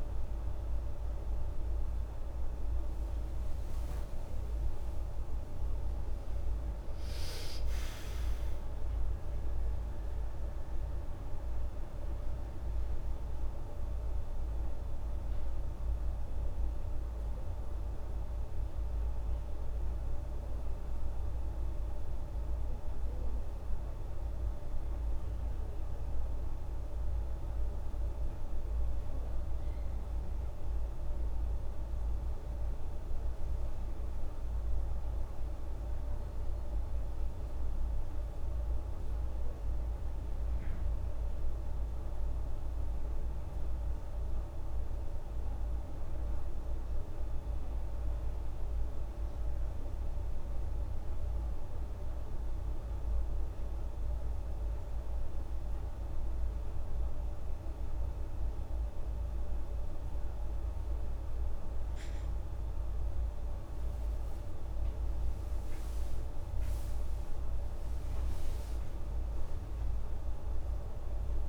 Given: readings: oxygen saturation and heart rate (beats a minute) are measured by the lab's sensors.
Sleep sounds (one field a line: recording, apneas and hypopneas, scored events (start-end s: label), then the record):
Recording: breathing in sleep, hard to hear, by a room microphone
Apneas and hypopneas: 1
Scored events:
3.00-7.50 s: arousal
9.00-71.49 s: new sleep stage, N2 (light sleep)
17.50-29.50 s: hypopnea (oxygen 96% before, 95% lowest, heart rate 96 before, 72 extreme, up 4 after)
32.00-35.00 s: arousal
40.00-48.00 s: oxygen desaturation (device-marked, oxygen 99% before, 95% lowest, heart rate 74 before, 75 extreme)
63.00-69.00 s: arousal
From the record:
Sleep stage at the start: N1 (lightest sleep)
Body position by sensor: on the back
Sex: female